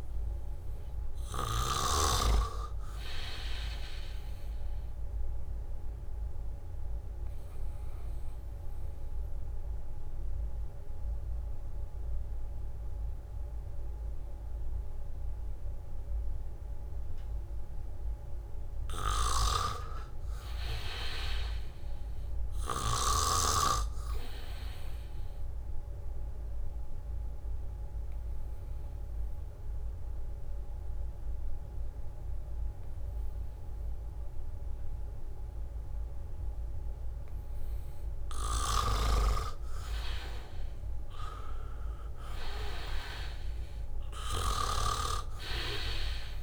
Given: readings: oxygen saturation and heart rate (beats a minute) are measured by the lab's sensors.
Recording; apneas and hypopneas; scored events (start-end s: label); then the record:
breathing in sleep by a room microphone; 2
0.00-2.50 s: arousal
0.50-18.50 s: oxygen desaturation (device-marked, oxygen 98% before, 86% lowest, heart rate 76 before, 76 extreme)
2.00-7.50 s: leg movement (device-marked)
6.00-18.50 s: obstructive apnea (oxygen 98% before, 83% lowest, heart rate 77 before, 76 extreme, up 6 after)
20.50-24.50 s: arousal
26.00-38.50 s: obstructive apnea (oxygen 98% before, 83% lowest, heart rate 78 before, 77 extreme, up 2 after)
26.50-38.50 s: oxygen desaturation (device-marked, oxygen 97% before, 87% lowest, heart rate 79 before, 77 extreme)
39.00-45.50 s: snoring (device-marked)
40.50-44.50 s: arousal
40.50-46.43 s: oxygen desaturation (device-marked, oxygen 96% before, 83% lowest, heart rate 79 before, 77 extreme)
From the record:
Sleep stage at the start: N2 (light sleep); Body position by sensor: on the back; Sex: male